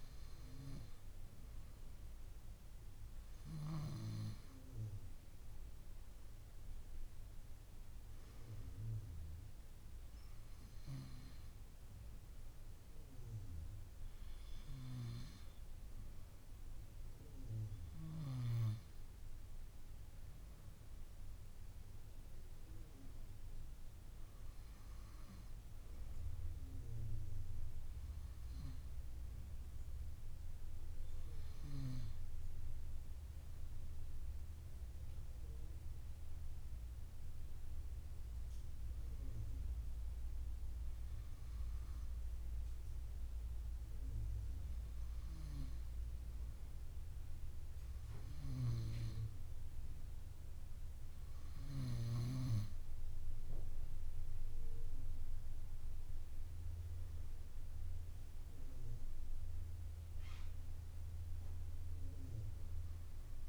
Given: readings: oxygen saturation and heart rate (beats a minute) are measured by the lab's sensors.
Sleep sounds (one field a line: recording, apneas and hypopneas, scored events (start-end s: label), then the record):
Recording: breathing in sleep by a room microphone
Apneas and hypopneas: none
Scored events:
53.50-57.50 s: arousal
From the record:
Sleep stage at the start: N2 (light sleep)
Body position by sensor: on the right side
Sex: female